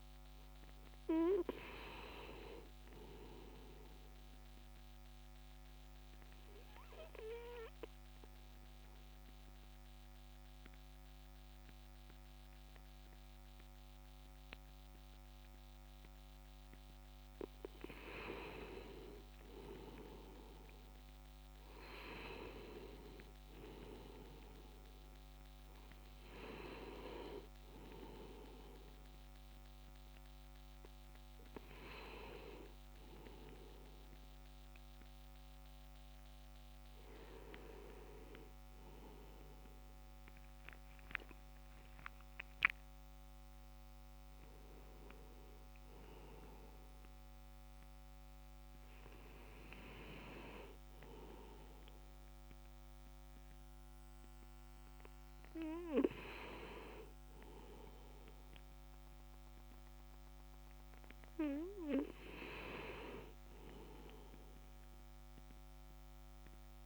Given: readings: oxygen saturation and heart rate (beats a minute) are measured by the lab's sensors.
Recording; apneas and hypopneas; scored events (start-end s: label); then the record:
breathing in sleep by a microphone on the trachea; 1
5.50-17.50 s: central apnea (oxygen 96% before, 95% lowest, heart rate 153 before, 69 extreme)
20.00-24.00 s: arousal
From the record:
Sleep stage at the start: REM sleep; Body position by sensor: on the back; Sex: male